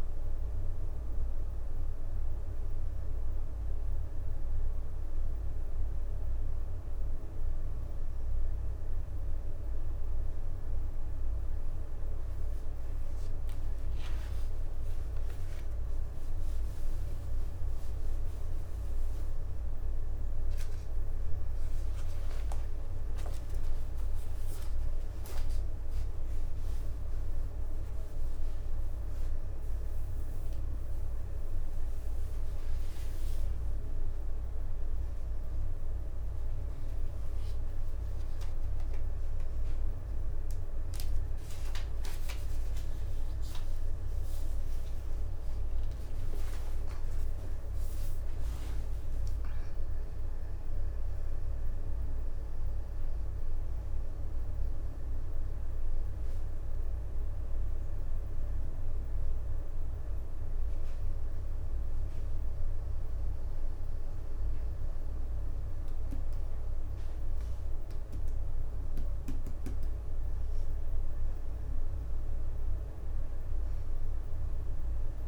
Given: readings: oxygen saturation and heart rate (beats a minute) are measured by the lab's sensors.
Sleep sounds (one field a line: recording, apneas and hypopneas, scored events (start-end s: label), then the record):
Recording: breathing in sleep, hard to hear, by a room microphone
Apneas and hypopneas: none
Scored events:
30.00-33.50 s: leg movement (device-marked)
37.00-39.50 s: leg movement (device-marked)
45.50-51.00 s: leg movement (device-marked)
From the record:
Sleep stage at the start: N2 (light sleep)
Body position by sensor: on the back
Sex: female